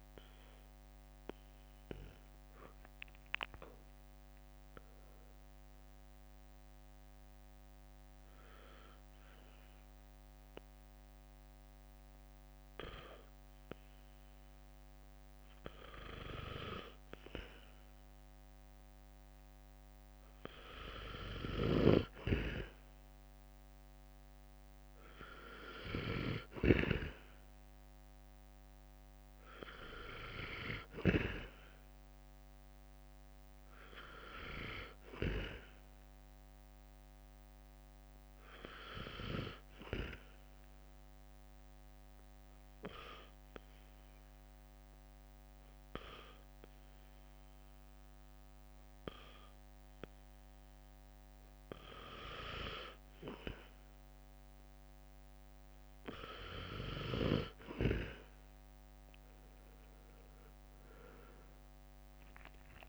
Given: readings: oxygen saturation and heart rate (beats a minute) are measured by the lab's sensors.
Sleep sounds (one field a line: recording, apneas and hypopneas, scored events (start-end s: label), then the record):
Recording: breathing in sleep by a microphone on the trachea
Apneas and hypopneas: 2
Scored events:
0.00-11.50 s: drop in pulse transit time (device-marked, heart rate 64 extreme)
0.50-5.00 s: arousal
7.50-18.50 s: obstructive apnea (oxygen 93% before, 90% lowest, heart rate 66 before, 62 extreme, up 4 after)
21.00-25.00 s: arousal
25.50-43.50 s: oxygen desaturation (device-marked, oxygen 97% before, 92% lowest, heart rate 64 before, 62 extreme)
41.50-52.00 s: hypopnea (oxygen 97% before, 90% lowest, heart rate 66 before, 62 extreme, up 4 after)
61.00-62.89 s: arousal
61.50-62.89 s: oxygen desaturation (device-marked, oxygen 96% before, 90% lowest, heart rate 64 before, 61 extreme)
From the record:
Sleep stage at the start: N2 (light sleep)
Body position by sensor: on the right side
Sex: male